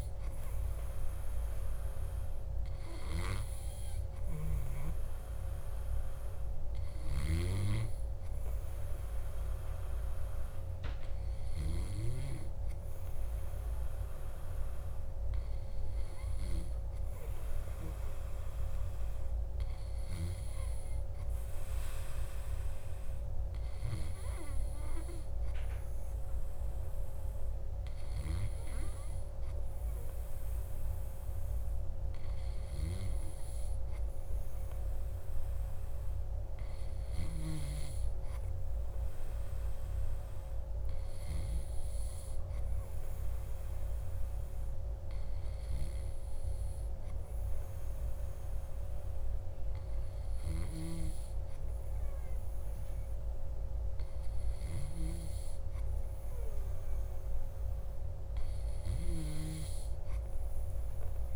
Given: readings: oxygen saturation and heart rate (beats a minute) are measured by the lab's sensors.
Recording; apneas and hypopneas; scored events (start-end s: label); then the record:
breathing in sleep, hard to hear, by a room microphone; none
none scored
From the record:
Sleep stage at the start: N2 (light sleep); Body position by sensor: on the back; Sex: male